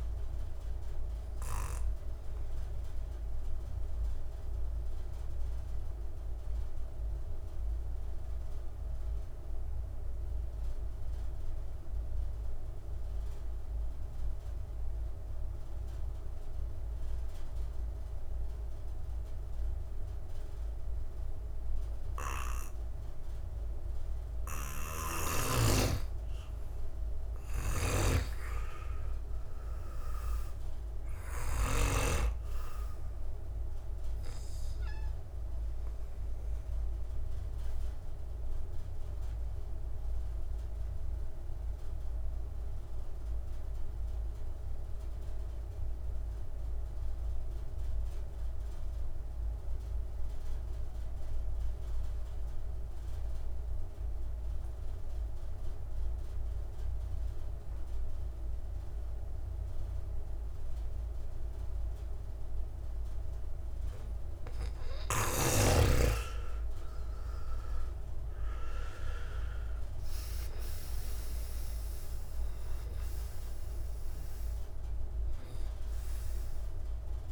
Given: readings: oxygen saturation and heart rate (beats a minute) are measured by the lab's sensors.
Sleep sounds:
breathing in sleep by a room microphone; 2
0.00-18.50 s: oxygen desaturation (device-marked, oxygen 84% lowest, heart rate 68 extreme)
2.50-24.50 s: mixed apnea (oxygen 99% before, 82% lowest, heart rate 96 before, 68 extreme, up 0 after)
26.50-30.00 s: arousal
26.50-51.50 s: oxygen desaturation (device-marked, oxygen 99% before, 87% lowest)
34.50-62.50 s: obstructive apnea (oxygen 99% before, 82% lowest)
57.50-77.32 s: oxygen desaturation (device-marked, oxygen 98% before, 82% lowest)
66.00-70.50 s: arousal
From the record:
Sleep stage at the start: N2 (light sleep); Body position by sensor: on the back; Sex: male

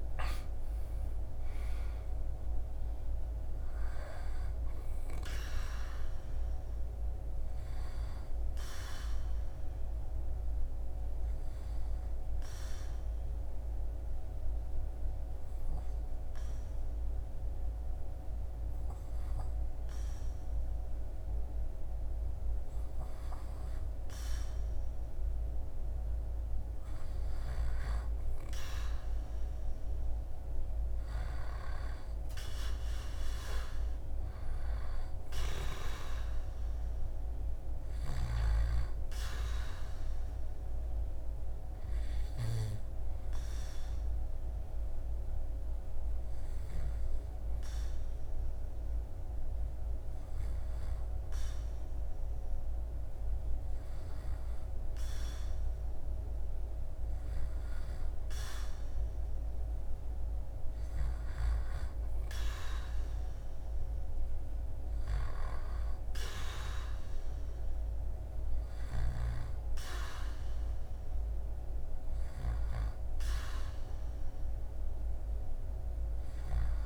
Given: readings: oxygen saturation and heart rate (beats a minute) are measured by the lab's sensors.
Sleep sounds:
breathing in sleep by a room microphone; 2
3.00-20.00 s: oxygen desaturation (device-marked, oxygen 98% before, 94% lowest, heart rate 79 before, 78 extreme)
9.00-24.00 s: obstructive apnea (oxygen 98% before, 94% lowest, heart rate 81 before, 77 extreme, up 2 after)
26.50-31.00 s: arousal
32.00-53.00 s: oxygen desaturation (device-marked, oxygen 99% before, 94% lowest, heart rate 78 before, 76 extreme)
41.00-54.50 s: hypopnea (oxygen 99% before, 94% lowest, heart rate 80 before, 76 extreme, up 2 after)
57.00-62.00 s: arousal
From the record:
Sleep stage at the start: REM sleep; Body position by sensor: on the back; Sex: male

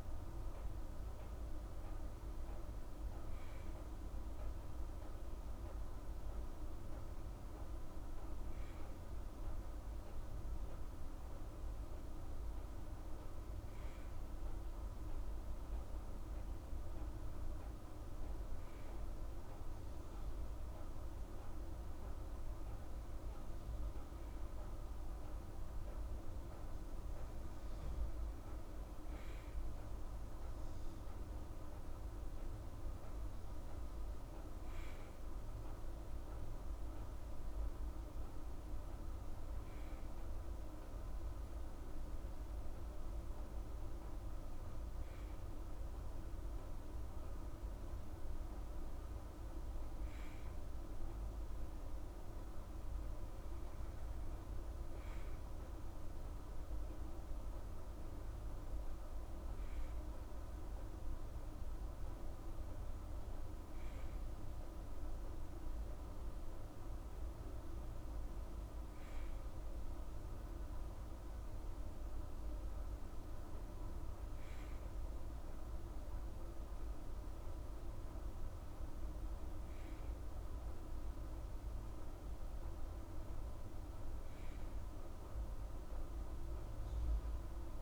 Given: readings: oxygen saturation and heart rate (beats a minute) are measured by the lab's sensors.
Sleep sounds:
breathing in sleep, hard to hear, by a room microphone; none
none scored
From the record:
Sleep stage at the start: N2 (light sleep); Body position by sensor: on the right side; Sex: female

